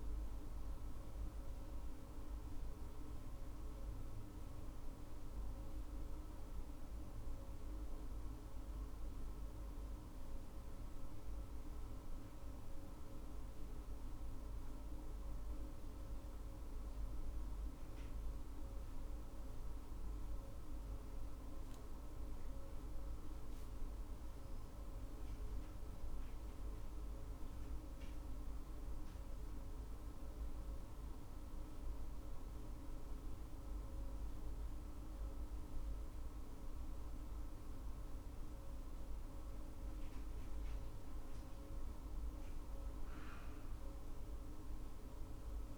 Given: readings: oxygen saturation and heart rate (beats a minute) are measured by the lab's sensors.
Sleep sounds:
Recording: breathing in sleep, hard to hear, by a room microphone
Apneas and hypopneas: none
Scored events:
none scored
From the record:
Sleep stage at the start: N2 (light sleep)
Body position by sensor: on the right side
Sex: female

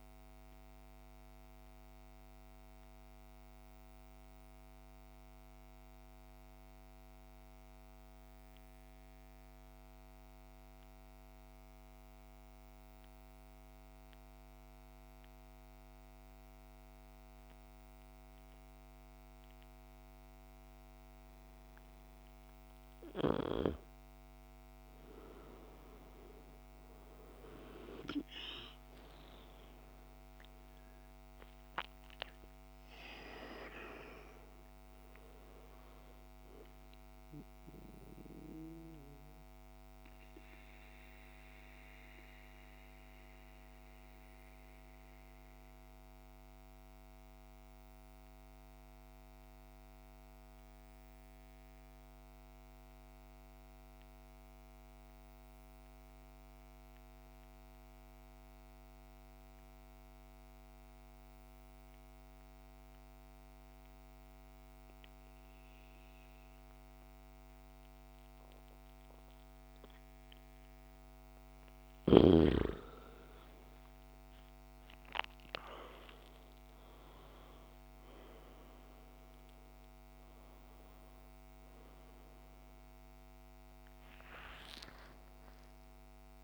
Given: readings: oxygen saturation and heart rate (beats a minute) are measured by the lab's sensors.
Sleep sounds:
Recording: breathing in sleep by a microphone on the trachea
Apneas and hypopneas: 2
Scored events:
0.00-18.50 s: oxygen desaturation (device-marked, oxygen 82% lowest, heart rate 52 extreme)
0.50-23.50 s: mixed apnea (oxygen 99% before, 82% lowest, heart rate 60 before, 52 extreme, up 10 after)
23.50-56.50 s: oxygen desaturation (device-marked, oxygen 99% before, 84% lowest, heart rate 54 before, 52 extreme)
25.50-29.00 s: arousal
37.50-70.50 s: mixed apnea (oxygen 99% before, 81% lowest, heart rate 61 before, 52 extreme, up 16 after)
67.50-86.44 s: oxygen desaturation (device-marked, oxygen 99% before, 81% lowest, heart rate 53 before, 55 extreme)
73.50-77.50 s: arousal
From the record:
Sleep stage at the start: N2 (light sleep)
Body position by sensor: on the back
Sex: male

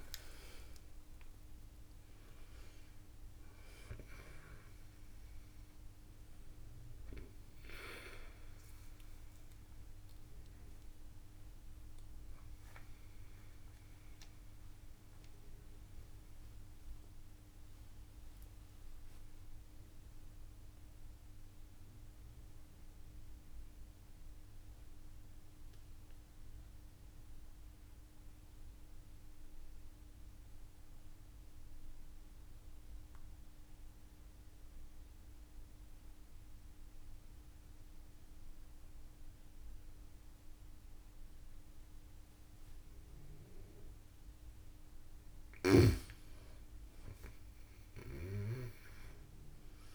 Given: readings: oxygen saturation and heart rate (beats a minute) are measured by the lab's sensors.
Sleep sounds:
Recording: breathing in sleep by a room microphone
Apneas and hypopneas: 1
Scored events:
0.00-1.00 s: arousal
0.00-1.50 s: long interval between heartbeats (device-marked)
0.00-16.50 s: oxygen desaturation (device-marked, oxygen 91% lowest)
15.50-44.50 s: mixed apnea (oxygen 96% before, 91% lowest)
45.50-49.95 s: oxygen desaturation (device-marked, oxygen 98% before, 91% lowest)
47.50-49.95 s: arousal
From the record:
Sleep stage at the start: N2 (light sleep)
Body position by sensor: on the back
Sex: female

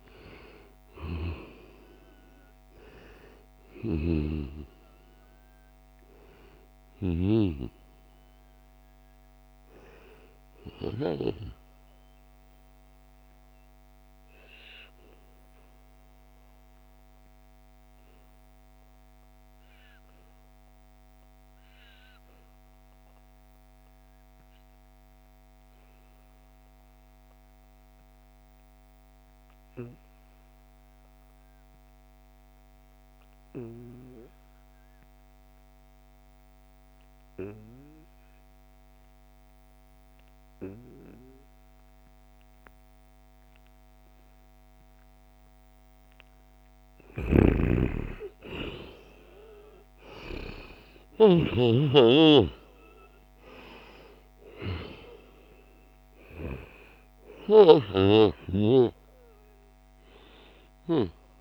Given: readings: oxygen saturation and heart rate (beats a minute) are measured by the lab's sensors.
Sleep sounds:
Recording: breathing in sleep by a microphone on the trachea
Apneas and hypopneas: 1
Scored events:
0.00-7.00 s: snoring (device-marked)
0.00-14.00 s: oxygen desaturation (device-marked, oxygen 87% lowest, heart rate 65 extreme)
10.50-45.00 s: obstructive apnea (oxygen 96% before, 87% lowest, heart rate 76 before, 65 extreme, up 6 after)
41.00-61.41 s: oxygen desaturation (device-marked, oxygen 97% before, 88% lowest, heart rate 71 before, 65 extreme)
46.50-51.00 s: snoring (device-marked)
47.50-52.00 s: arousal
From the record:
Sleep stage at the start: N2 (light sleep)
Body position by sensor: on the back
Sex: male

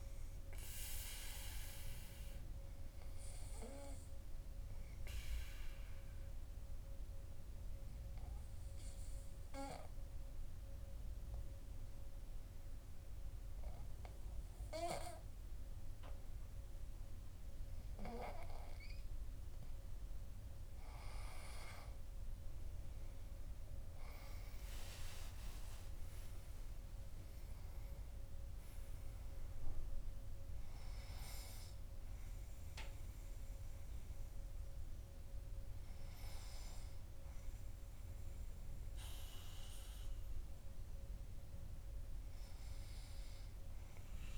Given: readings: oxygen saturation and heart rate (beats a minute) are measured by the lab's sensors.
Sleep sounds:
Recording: breathing in sleep by a room microphone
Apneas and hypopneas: 1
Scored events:
2.00-19.00 s: obstructive apnea (oxygen 97% before, 94% lowest, heart rate 51 before, 44 extreme, up 21 after)
21.00-34.00 s: oxygen desaturation (device-marked, oxygen 97% before, 94% lowest, heart rate 50 before, 44 extreme)
22.50-27.50 s: arousal
From the record:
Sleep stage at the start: N2 (light sleep)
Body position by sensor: on the back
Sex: male

